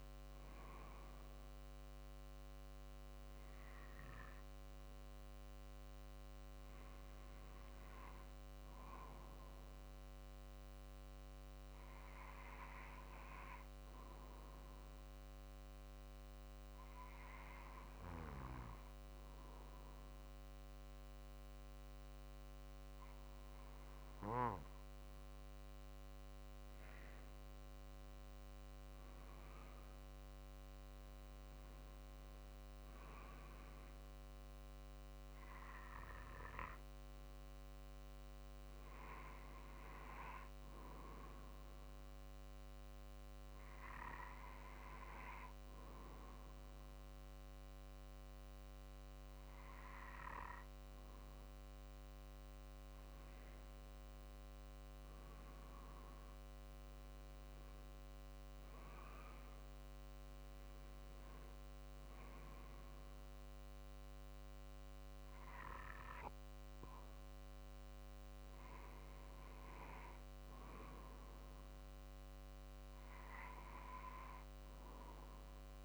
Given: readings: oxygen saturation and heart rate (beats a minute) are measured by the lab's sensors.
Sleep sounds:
breathing in sleep by a microphone on the trachea; 1
16.50-26.50 s: hypopnea (oxygen 97% before, 94% lowest, heart rate 49 before, 47 extreme, up 3 after)
27.00-31.00 s: arousal
32.00-43.00 s: drop in pulse transit time (device-marked, heart rate 48 before, 48 extreme)
58.00-69.00 s: drop in pulse transit time (device-marked, heart rate 48 before, 49 extreme)
72.50-75.85 s: arousal
From the record:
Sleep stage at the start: N2 (light sleep); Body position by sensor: on the right side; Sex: male

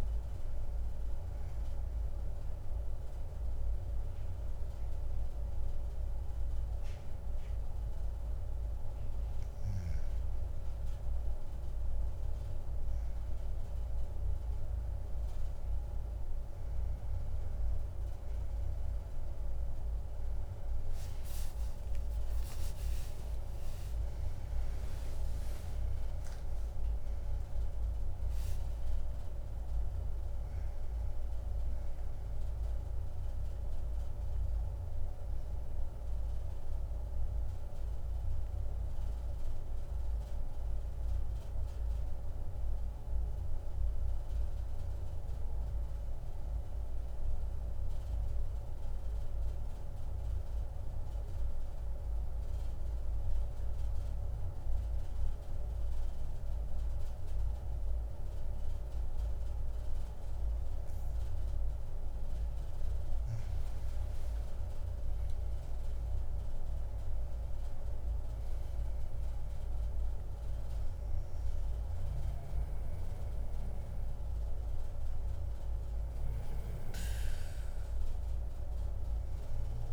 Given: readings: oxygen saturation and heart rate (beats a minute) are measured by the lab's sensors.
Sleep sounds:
a person partly awake in a sleep study, hard to hear, by a room microphone; 1
11.50-41.50 s: new sleep stage, N1 (lightest sleep)
14.50-27.50 s: oxygen desaturation (device-marked, oxygen 99% before, 95% lowest, heart rate 89 before, 64 extreme)
39.00-63.00 s: central apnea (oxygen 99% before, 89% lowest, heart rate 83 before, 64 extreme, up 12 after)
41.50-79.93 s: new sleep stage, N2 (light sleep)
55.50-79.93 s: oxygen desaturation (device-marked, oxygen 98% before, 89% lowest, heart rate 69 before, 64 extreme)
65.00-68.50 s: arousal
From the record:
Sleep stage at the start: awake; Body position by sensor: on the back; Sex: female

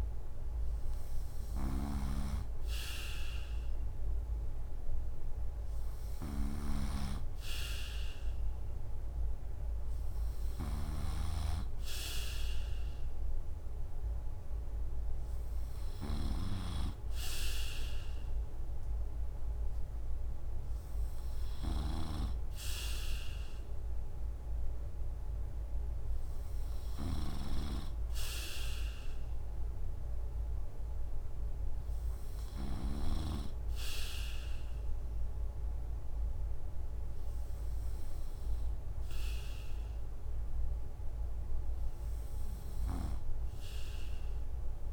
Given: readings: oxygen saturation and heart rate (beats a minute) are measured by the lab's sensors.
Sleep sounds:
breathing in sleep by a room microphone; none
0.00-33.00 s: snoring (device-marked)
42.50-44.93 s: snoring (device-marked)
From the record:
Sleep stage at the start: N2 (light sleep); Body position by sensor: on the right side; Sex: male

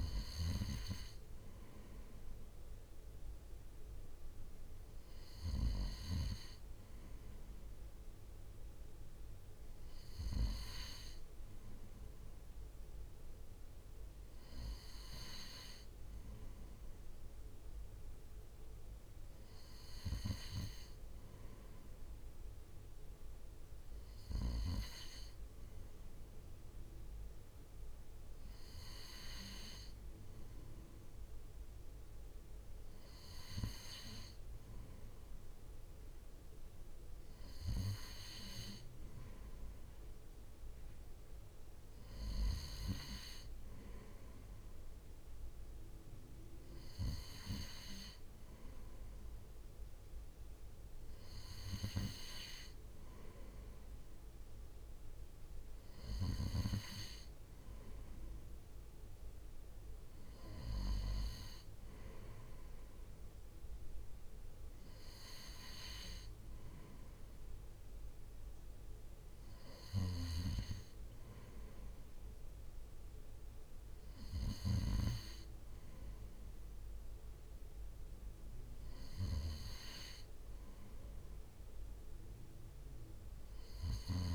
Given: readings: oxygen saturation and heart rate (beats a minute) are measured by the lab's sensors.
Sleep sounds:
breathing in sleep by a room microphone; none
none scored
From the record:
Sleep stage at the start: N2 (light sleep); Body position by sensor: on the right side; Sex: male

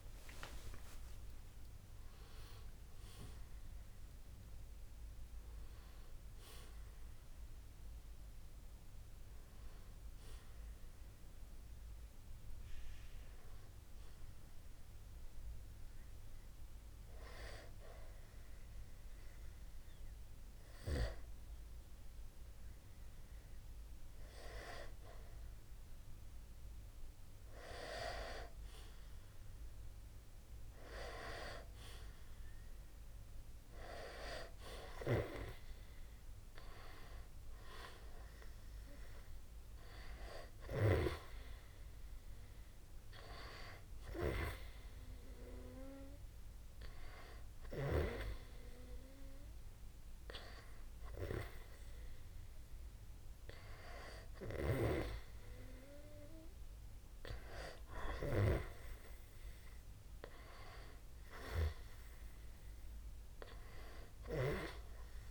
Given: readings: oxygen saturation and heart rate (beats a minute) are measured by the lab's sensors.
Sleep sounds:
breathing in sleep by a room microphone; 1
16.00-27.00 s: hypopnea (oxygen 95% before, 91% lowest, heart rate 65 before, 50 extreme, up 0 after)
28.50-32.50 s: arousal
28.50-45.50 s: oxygen desaturation (device-marked, oxygen 95% before, 91% lowest, heart rate 60 before, 50 extreme)
From the record:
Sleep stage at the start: N2 (light sleep); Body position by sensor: on the back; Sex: male

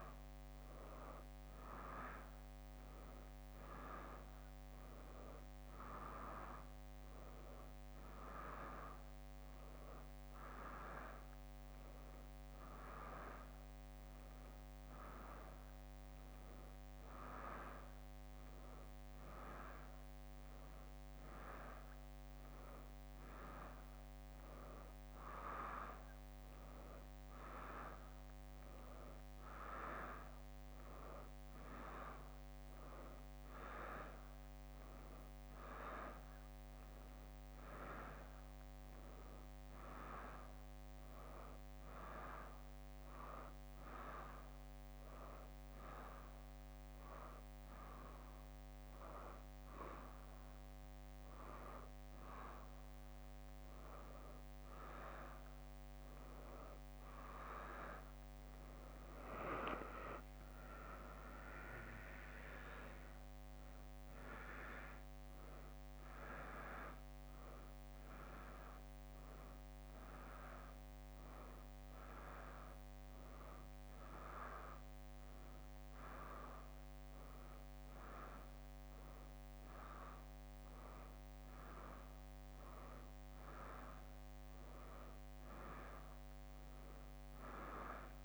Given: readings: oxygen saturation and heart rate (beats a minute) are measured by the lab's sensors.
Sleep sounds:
a person awake in a sleep study, by a microphone on the trachea; none
26.00-30.50 s: leg movement (device-marked)
31.50-35.00 s: leg movement (device-marked)
36.50-40.50 s: leg movement (device-marked)
42.00-45.50 s: leg movement (device-marked)
47.00-52.50 s: leg movement (device-marked)
53.00-57.50 s: leg movement (device-marked)
58.50-63.00 s: leg movement (device-marked)
63.50-67.50 s: leg movement (device-marked)
69.00-78.50 s: leg movement (device-marked)
79.00-83.00 s: leg movement (device-marked)
83.50-87.50 s: leg movement (device-marked)
From the record:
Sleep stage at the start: awake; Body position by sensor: on the back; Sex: female

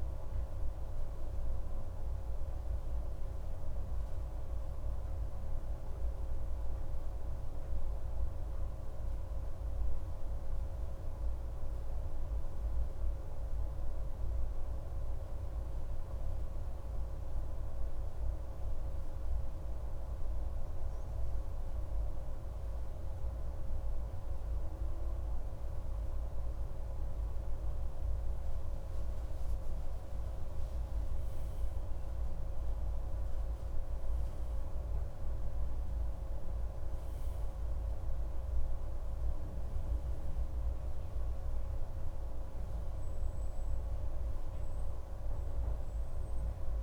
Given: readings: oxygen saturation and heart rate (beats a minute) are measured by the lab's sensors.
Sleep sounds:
a person awake in a sleep study, hard to hear, by a room microphone; none
none scored
From the record:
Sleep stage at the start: awake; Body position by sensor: on the right side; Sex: male

